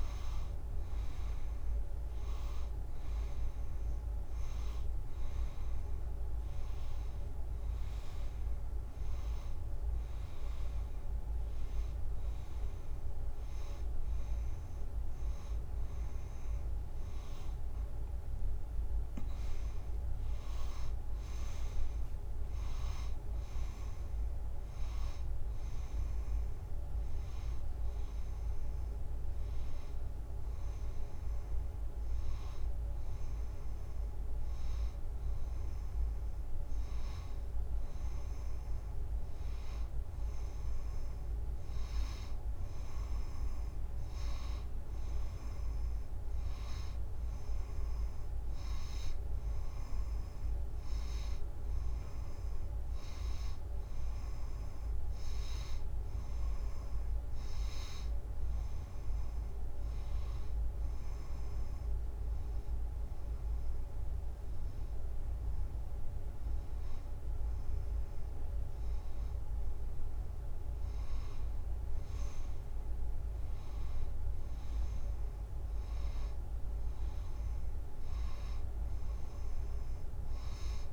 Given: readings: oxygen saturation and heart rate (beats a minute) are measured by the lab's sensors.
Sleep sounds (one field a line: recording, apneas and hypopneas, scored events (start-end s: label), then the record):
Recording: breathing in sleep, hard to hear, by a room microphone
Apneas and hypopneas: 1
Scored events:
56.50-59.50 s: arousal
62.00-72.00 s: hypopnea (oxygen 94% before, 91% lowest, heart rate 95 before, 89 extreme, up 4 after)
73.50-77.50 s: arousal
77.00-80.93 s: oxygen desaturation (device-marked, oxygen 94% before, 91% lowest, heart rate 93 before, 91 extreme)
From the record:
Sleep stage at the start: N1 (lightest sleep)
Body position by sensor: on the front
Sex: female